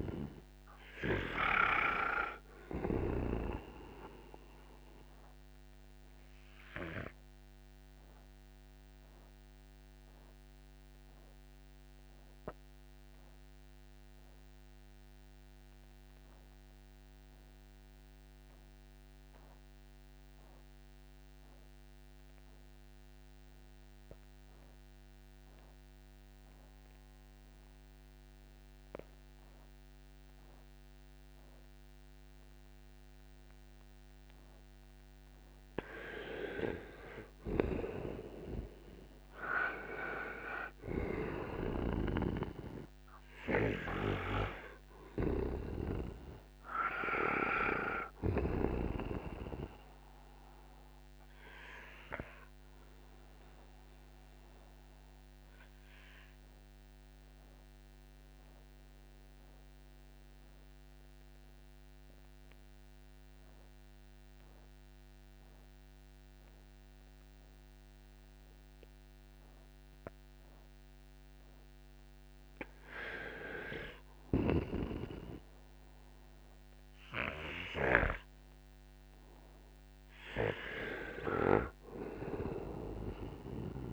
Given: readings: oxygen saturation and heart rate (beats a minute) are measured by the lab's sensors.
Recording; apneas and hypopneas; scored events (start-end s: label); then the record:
breathing in sleep by a microphone on the trachea; 2
0.00-24.50 s: oxygen desaturation (device-marked, oxygen 85% lowest, heart rate 58 extreme)
5.00-36.50 s: mixed apnea (oxygen 97% before, 85% lowest, heart rate 75 before, 58 extreme, up 13 after)
37.50-42.50 s: arousal
43.50-67.50 s: oxygen desaturation (device-marked, oxygen 98% before, 86% lowest, heart rate 65 before, 58 extreme)
50.50-72.00 s: obstructive apnea (oxygen 98% before, 86% lowest, heart rate 67 before, 58 extreme, up 1 after)
74.00-78.50 s: arousal
From the record:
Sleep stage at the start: N2 (light sleep); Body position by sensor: on the right side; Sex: male